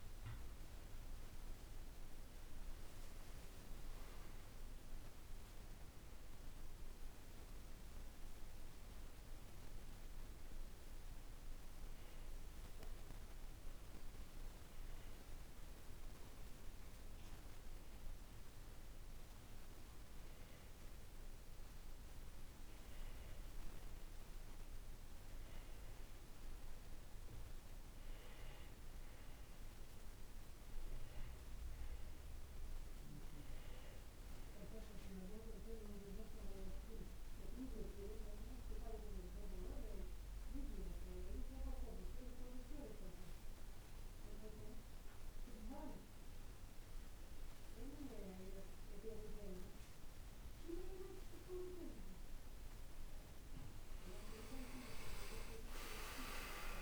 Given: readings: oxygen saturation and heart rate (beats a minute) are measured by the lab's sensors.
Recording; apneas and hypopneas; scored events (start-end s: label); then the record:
breathing in sleep by a room microphone; 1
2.50-6.00 s: arousal
9.00-21.50 s: hypopnea (oxygen 95% before, 92% lowest, heart rate 59 before, 54 extreme, up 4 after)
24.50-28.50 s: arousal
54.00-56.82 s: arousal
From the record:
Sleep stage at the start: N2 (light sleep); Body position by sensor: on the back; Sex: male